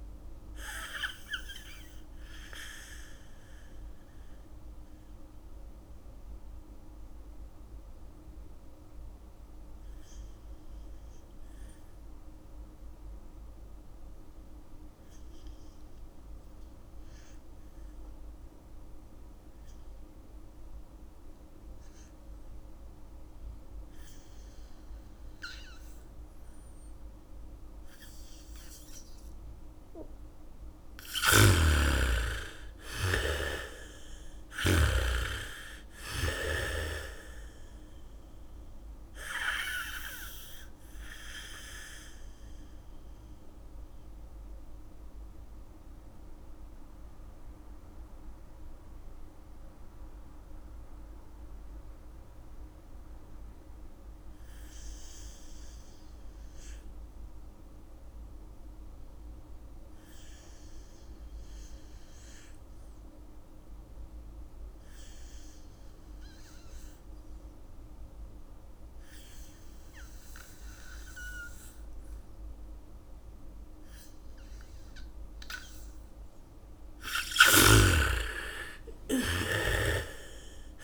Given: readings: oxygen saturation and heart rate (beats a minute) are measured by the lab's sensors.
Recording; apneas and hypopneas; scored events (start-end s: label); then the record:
breathing in sleep by a room microphone; 2
0.00-15.00 s: oxygen desaturation (device-marked, oxygen 81% lowest, heart rate 34 extreme)
1.00-30.50 s: mixed apnea (oxygen 96% before, 78% lowest, heart rate 64 before, 34 extreme)
21.00-59.00 s: oxygen desaturation (device-marked, oxygen 98% before, 78% lowest, heart rate 81 before, 34 extreme)
25.00-37.00 s: bradycardia (device-marked, heart rate 69 before, 34 extreme)
31.50-35.50 s: snoring (device-marked)
32.00-35.50 s: arousal
40.50-76.00 s: mixed apnea (oxygen 98% before, 77% lowest, heart rate 57 before, 39 extreme, up 2 after)
66.00-68.00 s: bradycardia (device-marked, heart rate 69 before, 64 extreme)
66.00-80.84 s: oxygen desaturation (device-marked, oxygen 98% before, 77% lowest, heart rate 74 before, 39 extreme)
70.00-80.84 s: bradycardia (device-marked, heart rate 69 before, 44 extreme)
77.50-80.84 s: snoring (device-marked)
78.00-80.84 s: arousal
From the record:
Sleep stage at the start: N2 (light sleep); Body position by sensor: on the back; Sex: female